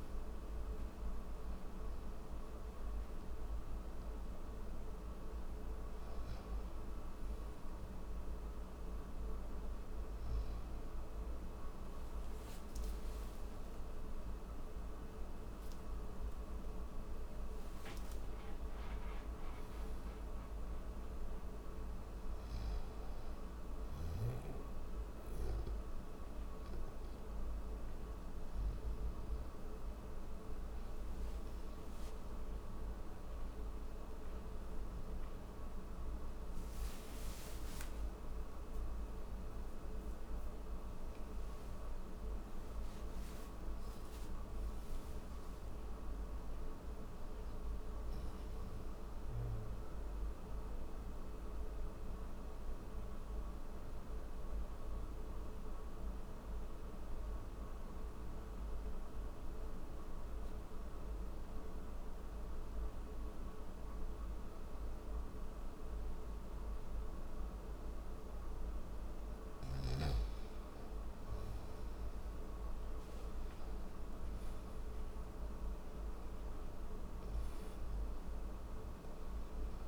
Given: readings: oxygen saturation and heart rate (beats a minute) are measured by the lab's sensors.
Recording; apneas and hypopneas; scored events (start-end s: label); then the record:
breathing in sleep, hard to hear, by a room microphone; none
64.50-79.88 s: new sleep stage, N3 (deep sleep)
70.50-79.88 s: oxygen desaturation (device-marked, oxygen 98% before, 92% lowest, heart rate 70 before, 73 extreme)
From the record:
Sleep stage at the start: N1 (lightest sleep); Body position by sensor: on the back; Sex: male